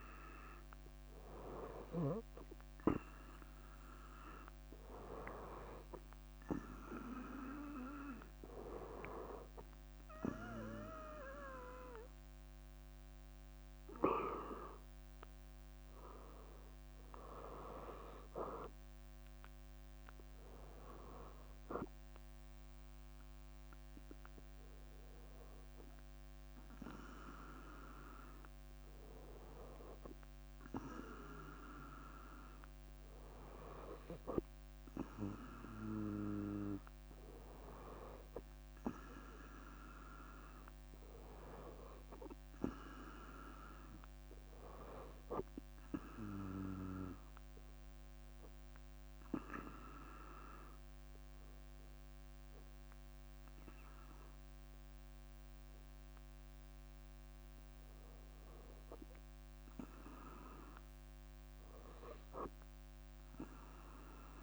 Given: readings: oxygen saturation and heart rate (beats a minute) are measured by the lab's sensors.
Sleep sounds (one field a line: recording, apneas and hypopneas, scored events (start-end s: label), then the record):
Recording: breathing in sleep by a microphone on the trachea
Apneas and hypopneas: 1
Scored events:
0.00-10.00 s: leg movement (device-marked)
28.00-36.00 s: leg movement (device-marked)
39.50-48.00 s: leg movement (device-marked)
44.50-54.50 s: hypopnea (oxygen 97% before, 95% lowest, heart rate 68 before, 66 extreme, up 1 after)
50.50-57.00 s: leg movement (device-marked)
55.00-59.00 s: arousal
From the record:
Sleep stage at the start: REM sleep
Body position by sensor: on the right side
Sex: female